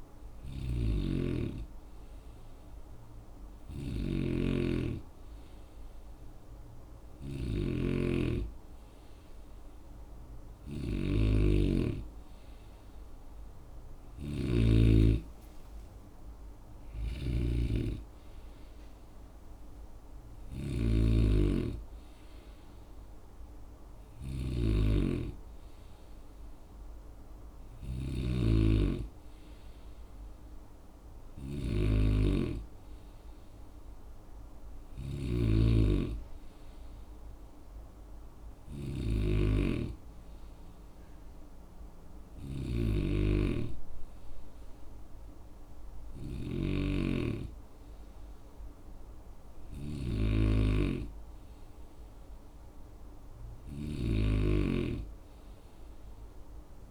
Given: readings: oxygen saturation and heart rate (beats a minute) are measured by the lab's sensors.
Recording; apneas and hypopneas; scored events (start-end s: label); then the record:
breathing in sleep by a room microphone; none
0.00-56.91 s: snoring (device-marked)
From the record:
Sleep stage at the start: N2 (light sleep); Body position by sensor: on the right side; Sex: male